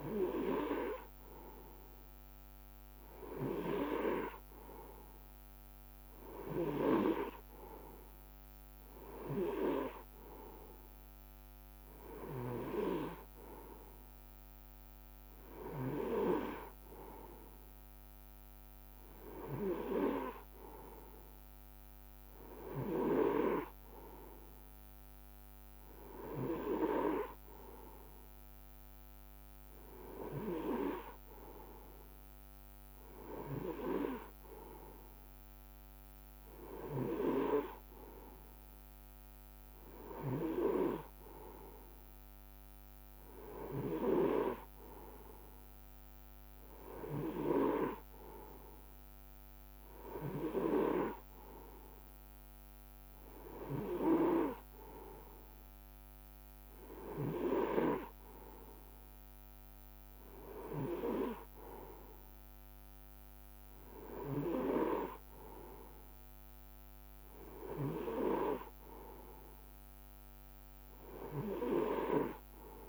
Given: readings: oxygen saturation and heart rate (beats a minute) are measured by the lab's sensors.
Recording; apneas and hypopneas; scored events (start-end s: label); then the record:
breathing in sleep by a microphone on the trachea; none
none scored
From the record:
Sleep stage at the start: N3 (deep sleep); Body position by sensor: on the right side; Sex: male